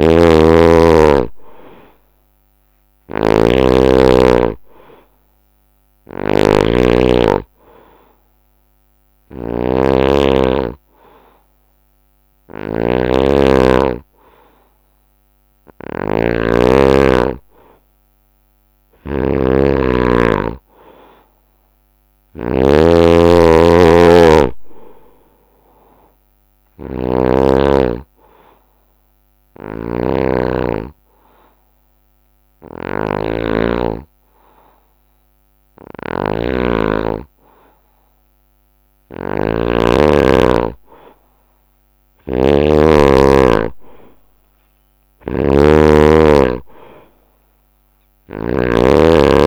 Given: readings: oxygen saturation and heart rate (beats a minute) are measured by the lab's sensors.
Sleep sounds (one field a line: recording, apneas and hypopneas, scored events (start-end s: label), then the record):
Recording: breathing in sleep by a microphone on the trachea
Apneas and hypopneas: 1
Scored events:
0.00-1.00 s: arousal
0.00-27.00 s: snoring (device-marked)
2.50-19.50 s: oxygen desaturation (device-marked, oxygen 94% before, 90% lowest, heart rate 67 before, 63 extreme)
22.00-24.00 s: long interval between heartbeats (device-marked, heart rate 69 before, 72 extreme)
24.50-27.50 s: arousal
29.00-49.46 s: snoring (device-marked)
29.50-39.50 s: hypopnea (oxygen 93% before, 90% lowest, heart rate 68 before, 63 extreme, up 4 after)
42.00-46.00 s: arousal
From the record:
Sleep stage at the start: N2 (light sleep)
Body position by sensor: on the right side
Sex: male